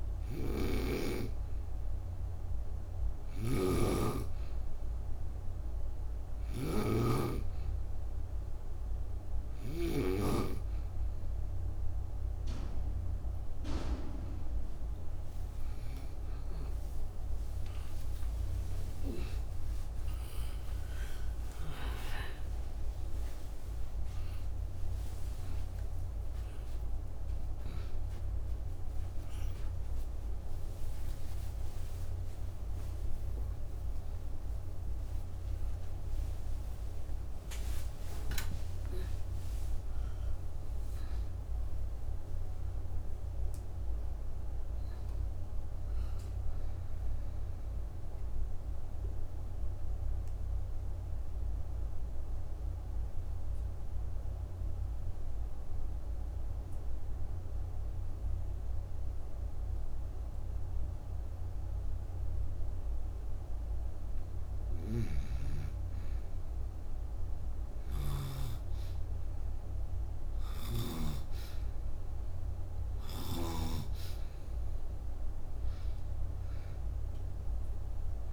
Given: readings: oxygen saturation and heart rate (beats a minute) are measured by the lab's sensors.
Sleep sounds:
a person partly awake in a sleep study, by a room microphone; 1
0.00-9.50 s: snoring (device-marked)
5.50-35.50 s: new sleep stage, awake
35.50-78.33 s: new sleep stage, N2 (light sleep)
48.00-63.50 s: obstructive apnea (oxygen 93% before, 91% lowest)
64.50-68.00 s: snoring (device-marked)
65.50-69.50 s: arousal
69.50-78.33 s: oxygen desaturation (device-marked, oxygen 99% before, 93% lowest)
72.50-78.33 s: snoring (device-marked)
From the record:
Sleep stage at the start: N2 (light sleep); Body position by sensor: on the right side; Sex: female

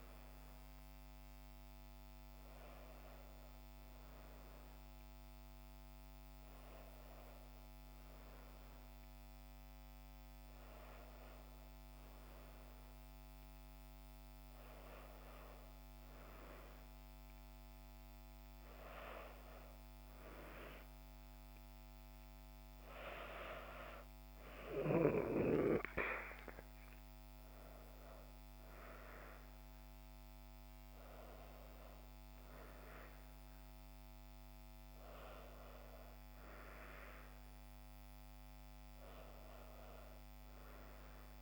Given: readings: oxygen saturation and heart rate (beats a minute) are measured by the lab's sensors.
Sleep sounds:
breathing in sleep by a microphone on the trachea; none
none scored
From the record:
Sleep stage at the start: N2 (light sleep); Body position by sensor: on the back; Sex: female

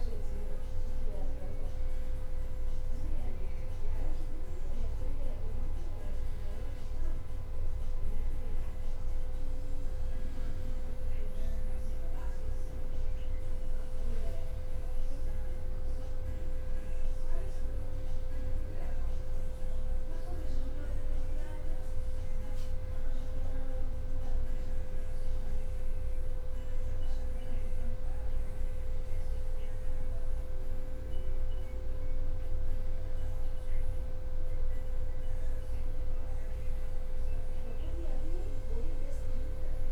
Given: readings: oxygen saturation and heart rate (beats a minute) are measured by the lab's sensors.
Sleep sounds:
breathing in sleep, hard to hear, by a room microphone; none
none scored
From the record:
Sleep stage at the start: N1 (lightest sleep); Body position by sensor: on the back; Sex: male

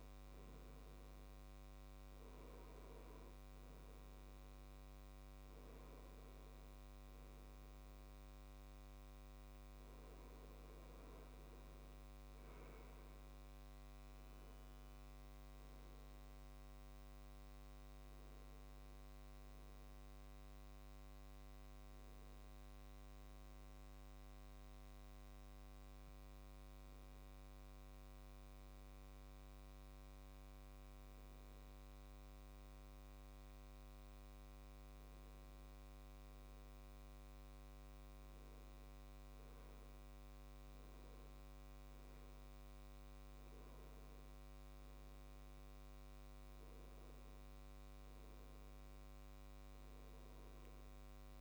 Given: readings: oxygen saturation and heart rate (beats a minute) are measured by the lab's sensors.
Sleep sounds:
breathing in sleep, hard to hear, by a microphone on the trachea; 1
15.00-18.50 s: arousal
23.50-36.00 s: hypopnea (oxygen 96% before, 95% lowest, heart rate 68 before, 64 extreme, up 6 after)
38.00-40.50 s: arousal
From the record:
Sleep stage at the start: N2 (light sleep); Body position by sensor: on the left side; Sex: male

